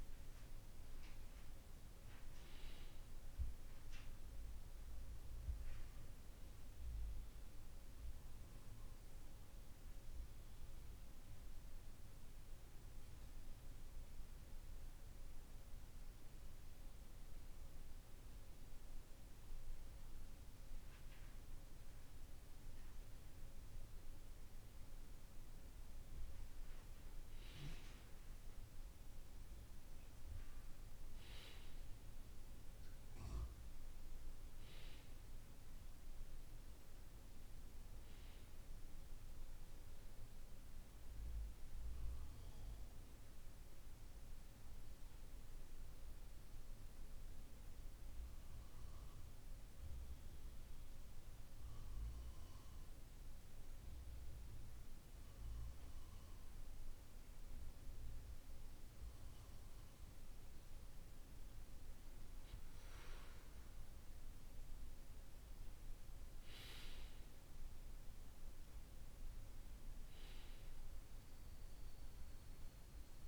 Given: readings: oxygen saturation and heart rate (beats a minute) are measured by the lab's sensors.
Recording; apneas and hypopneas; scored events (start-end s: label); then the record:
breathing in sleep, hard to hear, by a room microphone; 2
10.00-24.00 s: obstructive apnea (oxygen 96% before, 94% lowest, heart rate 52 before, 50 extreme, up 3 after)
24.50-28.50 s: arousal
42.50-59.50 s: obstructive apnea (oxygen 96% before, 94% lowest, heart rate 52 before, 50 extreme, up 2 after)
62.00-66.00 s: arousal
From the record:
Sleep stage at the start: N2 (light sleep); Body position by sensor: on the back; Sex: male